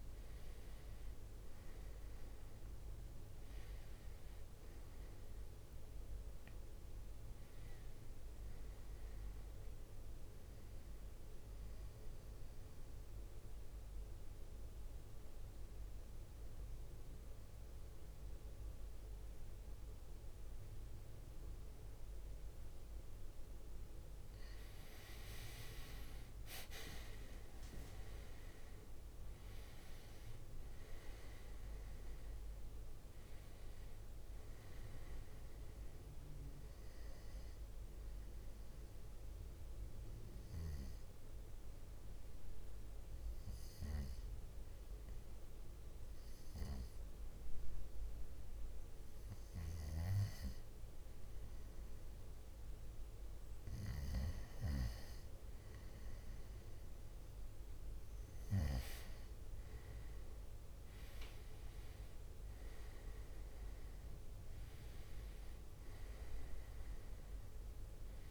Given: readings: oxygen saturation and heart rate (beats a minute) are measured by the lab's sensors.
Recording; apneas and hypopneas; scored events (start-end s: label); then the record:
breathing in sleep by a room microphone; 2
1.50-13.50 s: drop in pulse transit time (device-marked, heart rate 65 before, 70 extreme)
12.00-23.00 s: obstructive apnea (oxygen 96% before, 93% lowest, heart rate 69 before, 56 extreme, up 16 after)
25.00-29.00 s: arousal
26.00-28.00 s: leg movement (device-marked)
27.50-38.50 s: drop in pulse transit time (device-marked, heart rate 64 before, 66 extreme)
29.50-48.50 s: oxygen desaturation (device-marked, oxygen 97% before, 93% lowest, heart rate 64 before, 58 extreme)
38.50-50.00 s: obstructive apnea (oxygen 97% before, 93% lowest, heart rate 66 before, 59 extreme, up 6 after)
60.00-64.00 s: arousal
From the record:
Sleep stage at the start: N2 (light sleep); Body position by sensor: on the right side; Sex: male